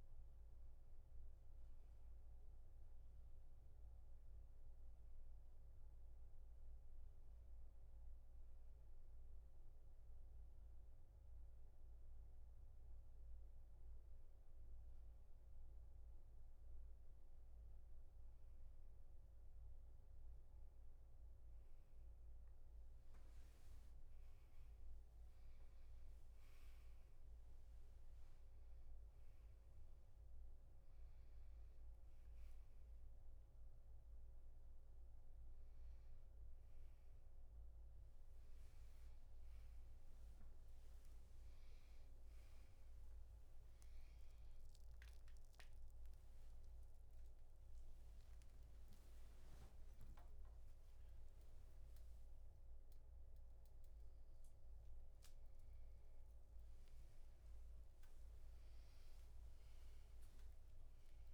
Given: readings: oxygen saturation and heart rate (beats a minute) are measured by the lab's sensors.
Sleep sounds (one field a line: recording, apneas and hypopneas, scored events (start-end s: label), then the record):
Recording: a person awake in a sleep study, hard to hear, by a room microphone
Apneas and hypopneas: none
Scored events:
27.50-61.34 s: new sleep stage, awake
From the record:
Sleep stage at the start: N1 (lightest sleep)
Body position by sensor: on the back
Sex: male